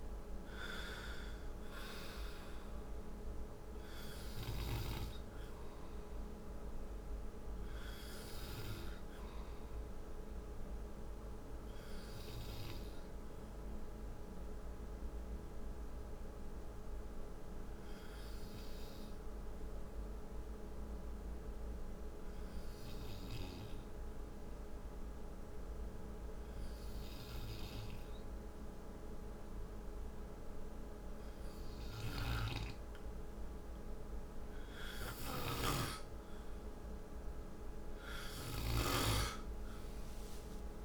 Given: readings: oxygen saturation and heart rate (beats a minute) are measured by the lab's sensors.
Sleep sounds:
breathing in sleep by a room microphone; 1
0.00-24.50 s: oxygen desaturation (device-marked, oxygen 90% lowest, heart rate 57 extreme)
7.50-35.50 s: obstructive apnea (oxygen 97% before, 90% lowest, heart rate 64 before, 56 extreme, up 3 after)
31.50-38.50 s: snoring (device-marked)
38.50-40.85 s: arousal
39.50-40.85 s: oxygen desaturation (device-marked, oxygen 97% before, 93% lowest, heart rate 63 before, 56 extreme)
From the record:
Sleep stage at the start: N2 (light sleep); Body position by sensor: on the right side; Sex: male

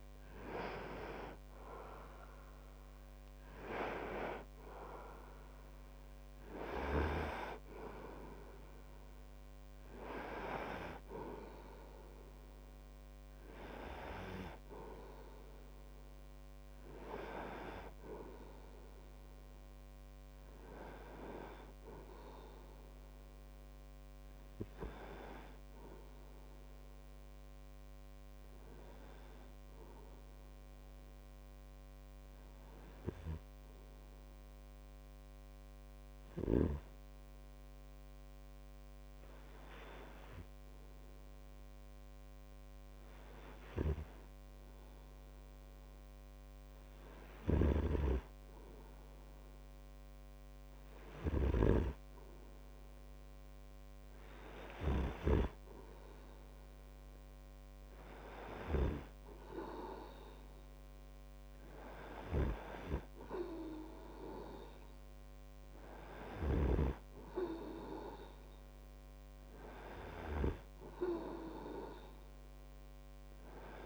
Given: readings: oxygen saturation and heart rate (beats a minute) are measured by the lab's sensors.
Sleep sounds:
breathing in sleep by a microphone on the trachea; 1
0.00-4.00 s: arousal
32.50-48.00 s: hypopnea (oxygen 98% before, 96% lowest)
47.50-55.50 s: snoring (device-marked)
53.50-58.00 s: arousal
66.50-71.00 s: snoring (device-marked)
From the record:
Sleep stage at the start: N2 (light sleep); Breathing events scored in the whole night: 132 in 5.1 hours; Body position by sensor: on the right side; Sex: male

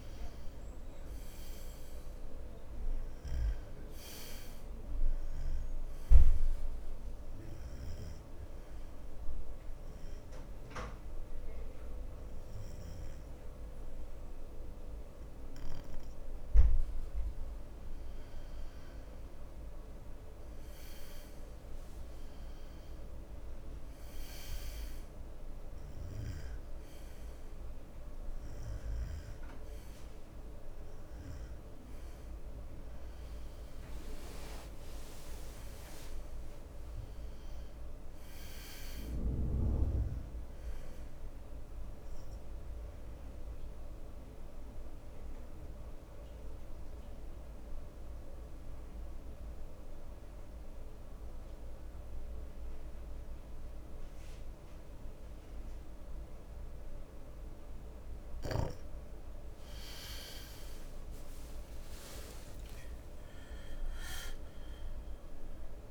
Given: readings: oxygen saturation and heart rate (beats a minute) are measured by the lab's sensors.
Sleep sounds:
breathing in sleep, hard to hear, by a room microphone; 2
0.00-2.00 s: arousal
8.00-18.00 s: obstructive apnea (oxygen 97% before, 93% lowest, heart rate 77 before, 69 extreme, up 14 after)
20.00-25.00 s: arousal
20.50-37.50 s: oxygen desaturation (device-marked, oxygen 97% before, 93% lowest, heart rate 78 before, 69 extreme)
42.50-59.00 s: obstructive apnea (oxygen 97% before, 94% lowest, heart rate 81 before, 69 extreme, up 14 after)
62.50-65.91 s: arousal
From the record:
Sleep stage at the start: N2 (light sleep); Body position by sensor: on the right side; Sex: male

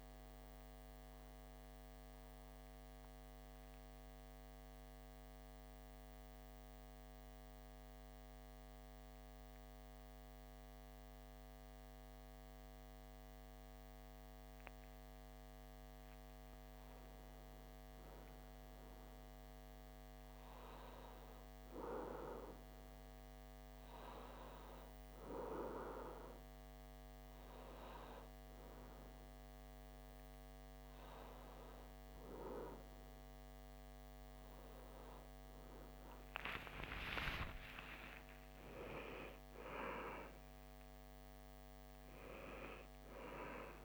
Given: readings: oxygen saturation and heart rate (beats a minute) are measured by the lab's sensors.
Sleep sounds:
breathing in sleep by a microphone on the trachea; 1
0.50-15.50 s: obstructive apnea (oxygen 98% before, 95% lowest)
17.50-21.00 s: arousal
From the record:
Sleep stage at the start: REM sleep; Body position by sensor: on the back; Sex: male

